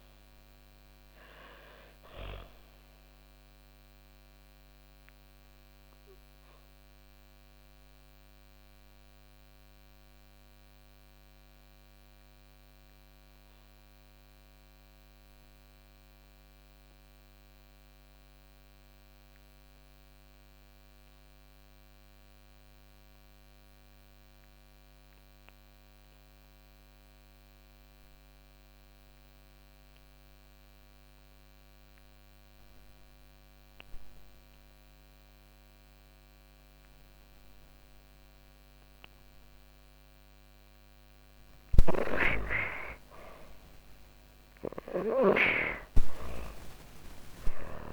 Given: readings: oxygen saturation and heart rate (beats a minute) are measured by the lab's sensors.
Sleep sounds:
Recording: breathing in sleep by a microphone on the trachea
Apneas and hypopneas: 1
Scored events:
0.00-21.00 s: oxygen desaturation (device-marked, oxygen 72% lowest, heart rate 103 extreme)
3.00-39.50 s: obstructive apnea (oxygen 96% before, 72% lowest, heart rate 128 before, 60 extreme, up 20 after)
38.00-47.93 s: oxygen desaturation (device-marked, oxygen 98% before, 78% lowest, heart rate 129 before, 60 extreme)
43.00-46.50 s: arousal
From the record:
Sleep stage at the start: N2 (light sleep)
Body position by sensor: on the back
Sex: female

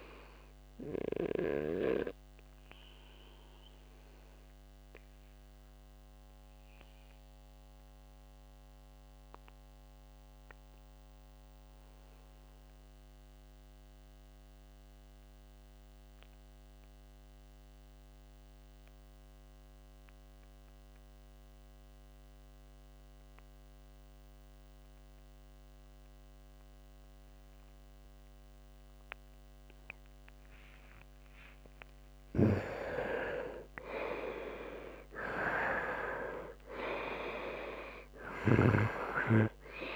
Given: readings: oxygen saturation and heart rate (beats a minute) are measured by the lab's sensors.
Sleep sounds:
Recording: breathing in sleep by a microphone on the trachea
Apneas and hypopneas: 1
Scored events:
0.00-18.50 s: oxygen desaturation (device-marked, oxygen 79% lowest, heart rate 66 extreme)
3.50-30.00 s: obstructive apnea (oxygen 99% before, 79% lowest, heart rate 71 before, 66 extreme, up 6 after)
27.50-39.96 s: oxygen desaturation (device-marked, oxygen 99% before, 80% lowest, heart rate 73 before, 65 extreme)
33.00-37.00 s: arousal
From the record:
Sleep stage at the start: N2 (light sleep)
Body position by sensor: on the right side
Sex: male

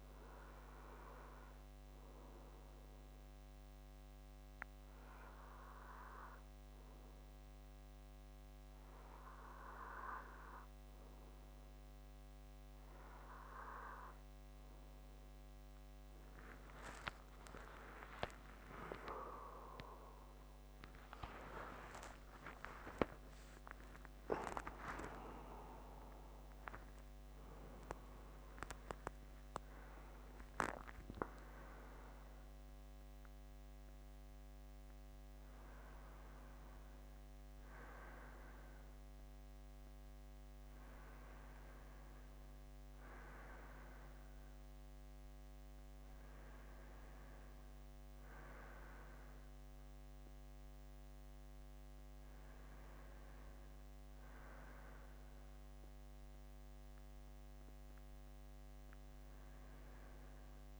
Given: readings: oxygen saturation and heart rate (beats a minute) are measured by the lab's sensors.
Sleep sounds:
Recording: breathing in sleep by a microphone on the trachea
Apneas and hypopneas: 1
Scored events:
2.00-13.00 s: hypopnea (oxygen 95% before, 93% lowest)
18.00-24.00 s: arousal
47.00-51.50 s: arousal
From the record:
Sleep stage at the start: N2 (light sleep)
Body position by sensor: on the front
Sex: male

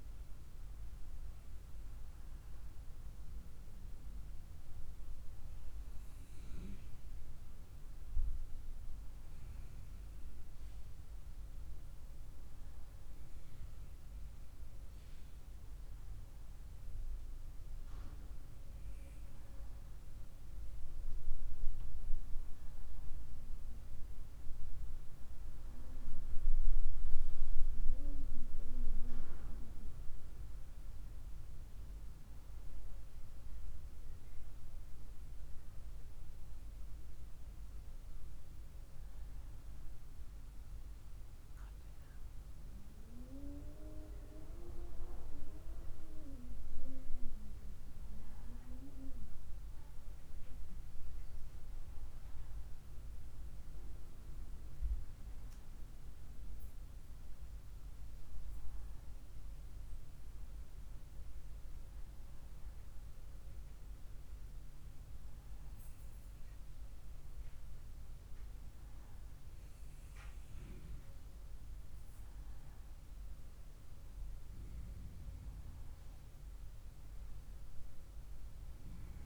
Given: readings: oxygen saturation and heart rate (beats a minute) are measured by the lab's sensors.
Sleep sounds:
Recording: breathing in sleep by a room microphone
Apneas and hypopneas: none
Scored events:
none scored
From the record:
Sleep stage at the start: N1 (lightest sleep)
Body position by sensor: on the right side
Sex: female

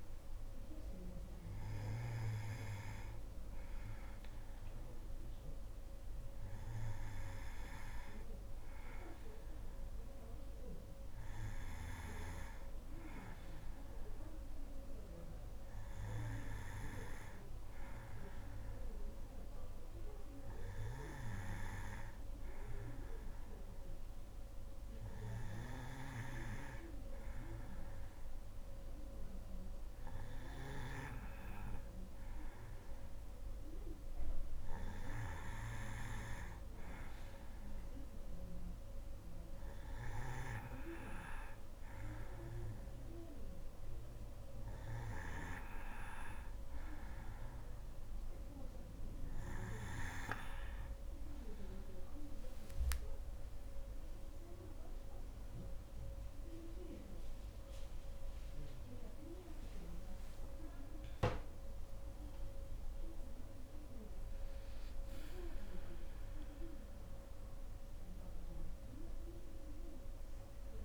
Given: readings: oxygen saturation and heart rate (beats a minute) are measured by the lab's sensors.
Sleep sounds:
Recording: breathing in sleep by a room microphone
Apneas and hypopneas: 1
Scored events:
14.00-51.00 s: obstructive apnea (oxygen 94% before, 89% lowest, heart rate 64 before, 61 extreme, up 8 after)
34.50-50.50 s: oxygen desaturation (device-marked, oxygen 93% before, 89% lowest, heart rate 63 before, 66 extreme)
From the record:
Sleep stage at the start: N2 (light sleep)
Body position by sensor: on the back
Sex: female

